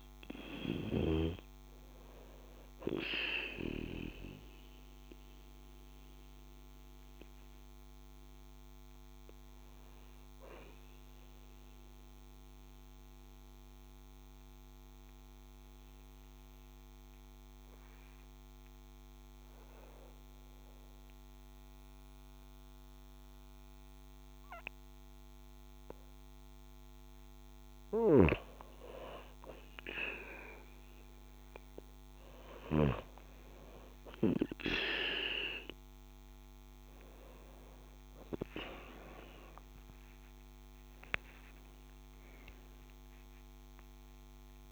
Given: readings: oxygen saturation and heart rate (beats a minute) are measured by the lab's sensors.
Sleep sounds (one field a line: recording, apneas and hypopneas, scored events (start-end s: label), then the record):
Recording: breathing in sleep by a microphone on the trachea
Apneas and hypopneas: 1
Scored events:
0.00-20.50 s: oxygen desaturation (device-marked, oxygen 91% lowest)
1.50-3.50 s: long interval between heartbeats (device-marked)
10.50-27.50 s: mixed apnea (oxygen 95% before, 91% lowest)
32.00-37.00 s: arousal
From the record:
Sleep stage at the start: N2 (light sleep)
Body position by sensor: on the right side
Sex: female